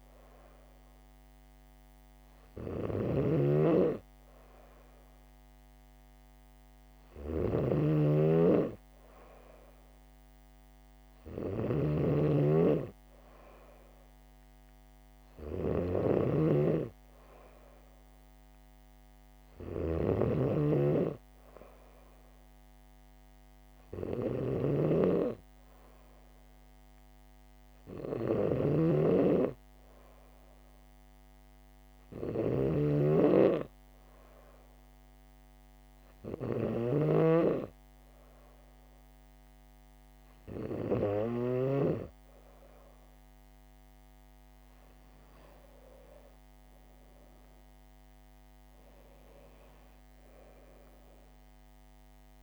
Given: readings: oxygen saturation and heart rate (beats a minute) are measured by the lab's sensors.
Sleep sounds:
breathing in sleep by a microphone on the trachea; none
0.00-42.00 s: snoring (device-marked)
From the record:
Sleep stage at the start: N3 (deep sleep); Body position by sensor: on the back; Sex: female

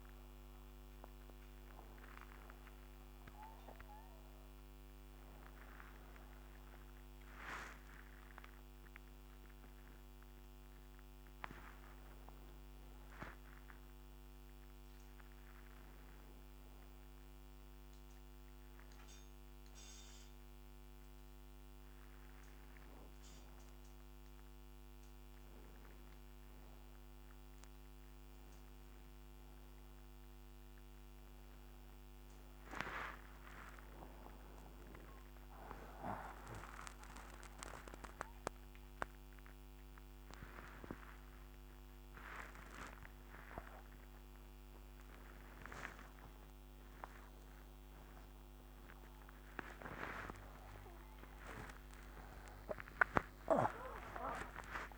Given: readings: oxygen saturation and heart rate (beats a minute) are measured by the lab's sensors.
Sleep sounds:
a person partly awake in a sleep study, by a microphone on the trachea; none
30.00-54.98 s: new sleep stage, awake
From the record:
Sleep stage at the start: N1 (lightest sleep); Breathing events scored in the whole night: 141 in 3.2 hours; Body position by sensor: upright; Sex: male

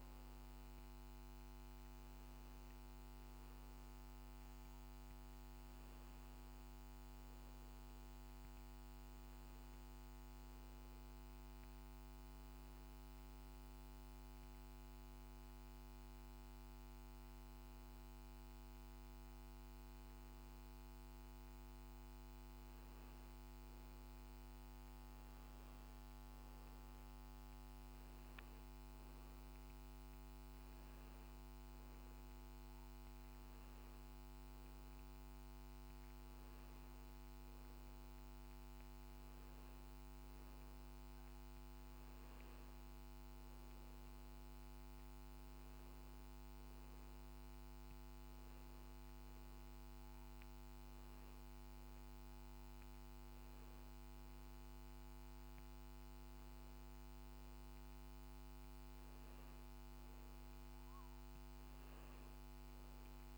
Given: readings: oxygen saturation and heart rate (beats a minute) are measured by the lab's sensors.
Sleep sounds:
breathing in sleep, hard to hear, by a microphone on the trachea; none
none scored
From the record:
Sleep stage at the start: N2 (light sleep); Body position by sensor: on the back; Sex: male

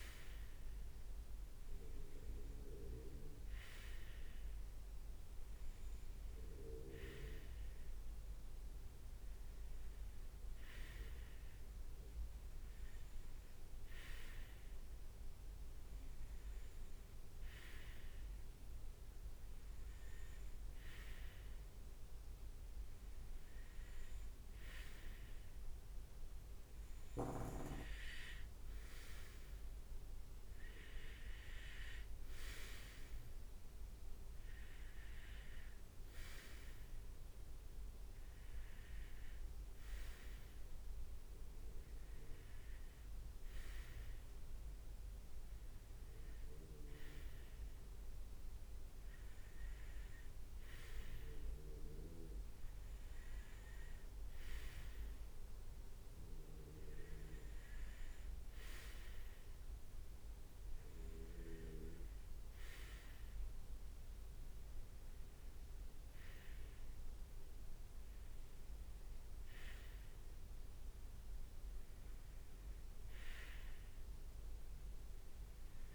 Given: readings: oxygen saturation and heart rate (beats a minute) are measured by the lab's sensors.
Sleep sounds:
breathing in sleep by a room microphone; none
none scored
From the record:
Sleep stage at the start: REM sleep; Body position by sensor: on the right side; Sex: male

